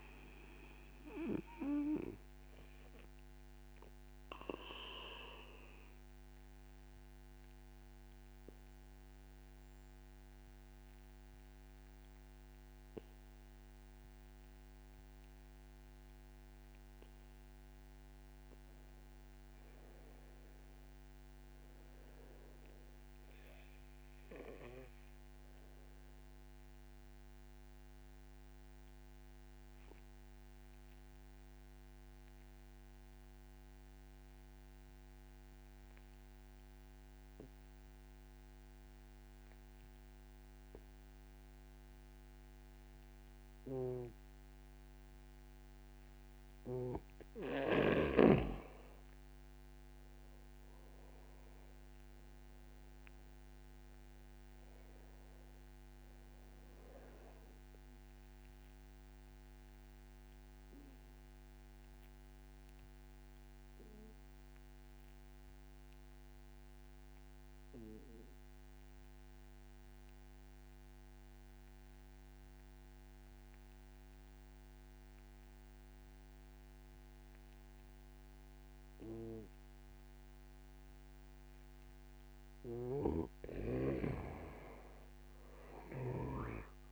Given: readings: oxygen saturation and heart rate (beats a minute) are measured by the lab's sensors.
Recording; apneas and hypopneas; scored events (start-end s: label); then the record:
breathing in sleep by a microphone on the trachea; 3
0.00-15.50 s: oxygen desaturation (device-marked, oxygen 87% lowest, heart rate 48 extreme)
4.00-17.00 s: obstructive apnea (oxygen 96% before, 86% lowest, heart rate 63 before, 56 extreme, up 2 after)
20.00-22.50 s: arousal
25.00-45.50 s: obstructive apnea (oxygen 97% before, 86% lowest, heart rate 62 before, 27 extreme, up 2 after)
44.50-72.50 s: oxygen desaturation (device-marked, oxygen 95% before, 86% lowest, heart rate 60 before, 27 extreme)
50.00-53.50 s: arousal
59.00-82.50 s: obstructive apnea (oxygen 95% before, 86% lowest, heart rate 54 before, 40 extreme, up 3 after)
83.00-86.50 s: snoring (device-marked)
From the record:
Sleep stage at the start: N2 (light sleep); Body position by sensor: on the back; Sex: male